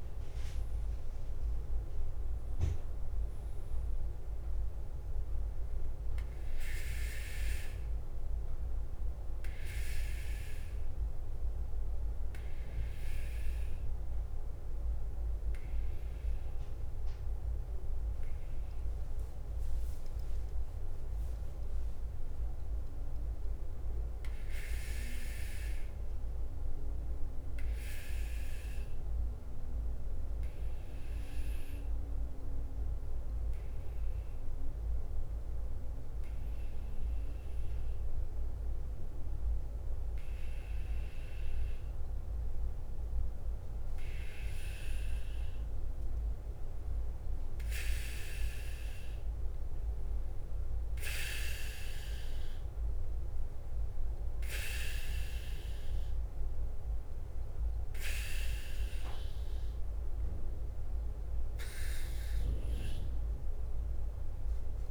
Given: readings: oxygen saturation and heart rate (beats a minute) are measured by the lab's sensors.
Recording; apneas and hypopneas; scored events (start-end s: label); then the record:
breathing in sleep by a room microphone; 2
0.00-8.00 s: oxygen desaturation (device-marked, oxygen 99% before, 95% lowest, heart rate 50 before, 47 extreme)
0.00-64.91 s: bradycardia (device-marked, heart rate 42 extreme)
7.50-18.00 s: obstructive apnea (oxygen 99% before, 94% lowest, heart rate 52 before, 47 extreme, up 5 after)
21.00-25.50 s: arousal
28.00-44.00 s: obstructive apnea (oxygen 98% before, 94% lowest, heart rate 50 before, 47 extreme, up 4 after)
47.50-50.00 s: arousal
63.00-64.91 s: oxygen desaturation (device-marked, oxygen 97% before, 94% lowest, heart rate 50 before, 46 extreme)
From the record:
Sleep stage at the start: N2 (light sleep); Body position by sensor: on the back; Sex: male